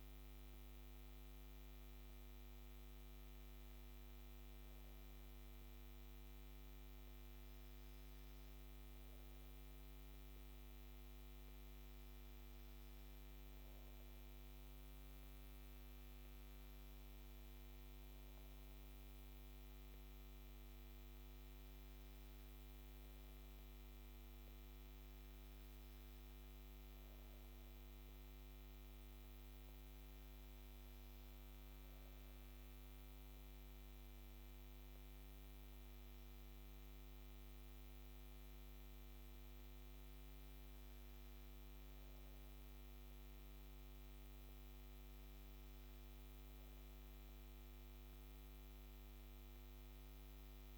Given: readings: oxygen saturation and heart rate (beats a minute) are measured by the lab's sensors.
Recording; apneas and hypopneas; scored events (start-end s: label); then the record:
breathing in sleep, hard to hear, by a microphone on the trachea; none
none scored
From the record:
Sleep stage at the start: N2 (light sleep); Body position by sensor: on the back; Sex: female